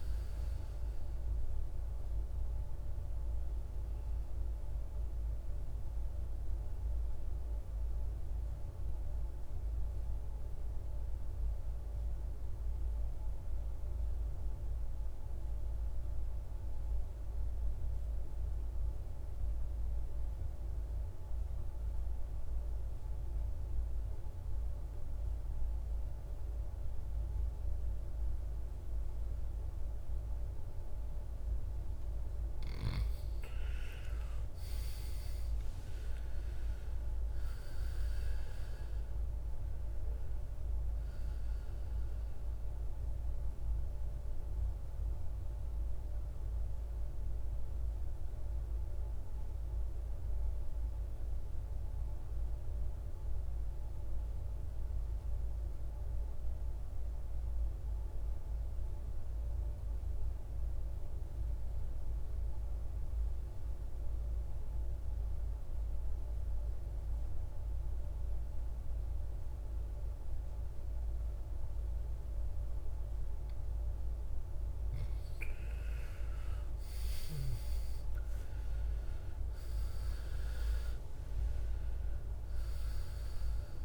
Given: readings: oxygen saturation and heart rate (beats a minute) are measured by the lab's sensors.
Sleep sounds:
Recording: breathing in sleep, hard to hear, by a room microphone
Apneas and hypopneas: 2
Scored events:
0.00-18.00 s: oxygen desaturation (device-marked, oxygen 86% lowest, heart rate 53 extreme)
11.50-32.50 s: mixed apnea (oxygen 96% before, 83% lowest, heart rate 63 before, 52 extreme, up 19 after)
33.00-57.00 s: oxygen desaturation (device-marked, oxygen 99% before, 83% lowest, heart rate 55 before, 52 extreme)
37.00-42.00 s: arousal
52.50-73.50 s: mixed apnea (oxygen 99% before, 85% lowest, heart rate 64 before, 53 extreme, up 16 after)
73.00-83.85 s: oxygen desaturation (device-marked, oxygen 99% before, 85% lowest, heart rate 55 before, 52 extreme)
75.50-80.00 s: arousal
From the record:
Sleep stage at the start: N2 (light sleep)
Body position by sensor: on the back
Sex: male

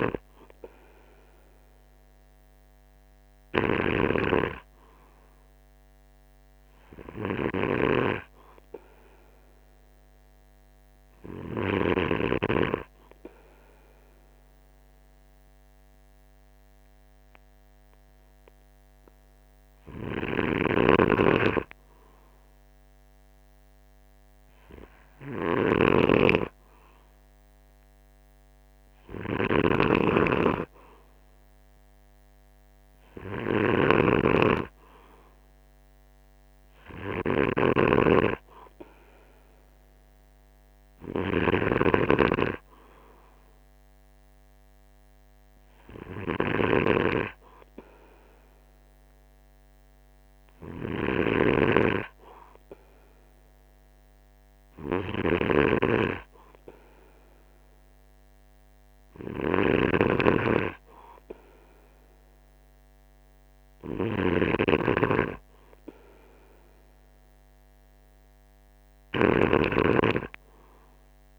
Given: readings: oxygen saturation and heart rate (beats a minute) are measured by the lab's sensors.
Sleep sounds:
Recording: breathing in sleep by a microphone on the trachea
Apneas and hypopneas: none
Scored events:
0.00-8.00 s: snoring (device-marked)
29.50-47.00 s: snoring (device-marked)
55.50-71.39 s: snoring (device-marked)
From the record:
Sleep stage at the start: N2 (light sleep)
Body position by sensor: on the right side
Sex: male

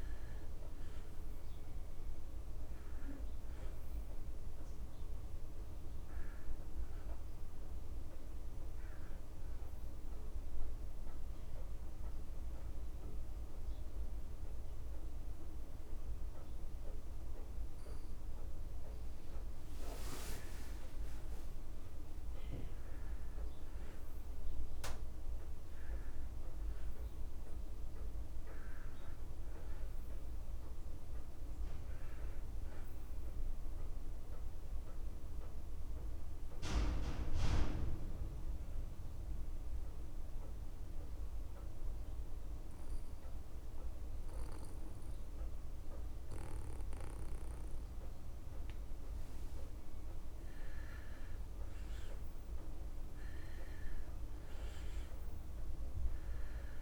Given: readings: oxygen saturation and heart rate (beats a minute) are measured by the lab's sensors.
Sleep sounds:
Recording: breathing in sleep by a room microphone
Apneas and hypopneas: 2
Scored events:
0.00-20.00 s: oxygen desaturation (device-marked, oxygen 83% lowest)
8.50-20.00 s: hypopnea (oxygen 95% before, 83% lowest)
22.50-25.50 s: arousal
34.50-48.00 s: central apnea (oxygen 99% before, 91% lowest)
52.00-55.00 s: arousal
54.00-56.82 s: oxygen desaturation (device-marked, oxygen 97% before, 91% lowest)
From the record:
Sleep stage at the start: N2 (light sleep)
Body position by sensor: on the back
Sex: male

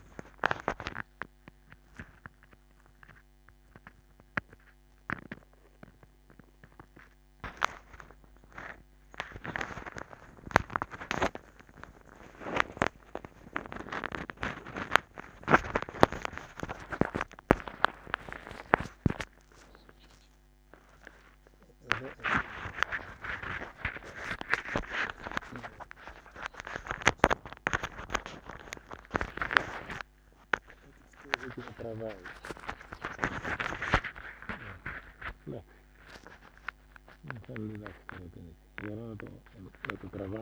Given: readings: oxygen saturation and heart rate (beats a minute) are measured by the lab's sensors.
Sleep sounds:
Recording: a person awake in a sleep study, by a microphone on the trachea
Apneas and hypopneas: none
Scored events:
2.50-31.50 s: snoring (device-marked)
From the record:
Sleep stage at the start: awake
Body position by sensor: on the back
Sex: male

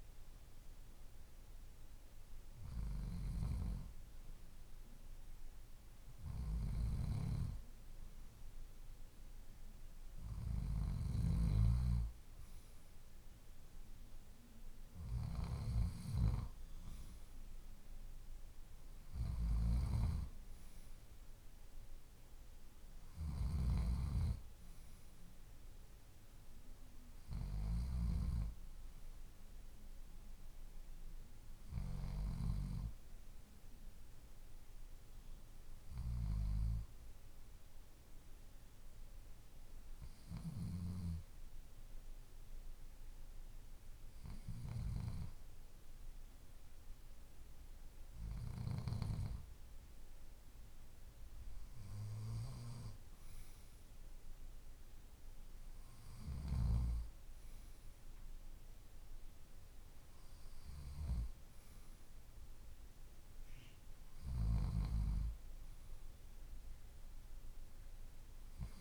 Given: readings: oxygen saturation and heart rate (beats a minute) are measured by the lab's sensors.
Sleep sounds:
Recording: breathing in sleep by a room microphone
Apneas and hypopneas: 1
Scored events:
37.50-48.50 s: hypopnea (oxygen 95% before, 93% lowest, heart rate 54 before, 52 extreme, up 4 after)
50.50-54.50 s: arousal
From the record:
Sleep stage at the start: N2 (light sleep)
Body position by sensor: on the left side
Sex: male

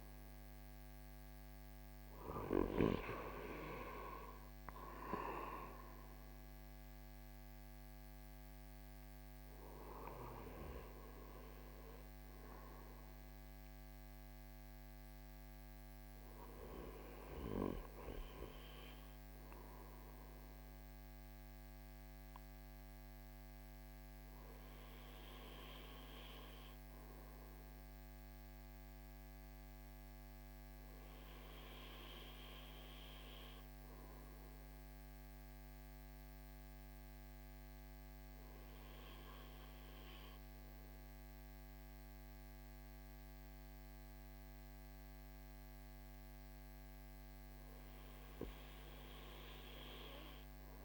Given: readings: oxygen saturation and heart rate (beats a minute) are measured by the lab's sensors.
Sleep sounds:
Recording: breathing in sleep by a microphone on the trachea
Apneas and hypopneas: none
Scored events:
0.00-4.00 s: arousal
From the record:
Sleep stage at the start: REM sleep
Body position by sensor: on the right side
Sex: male

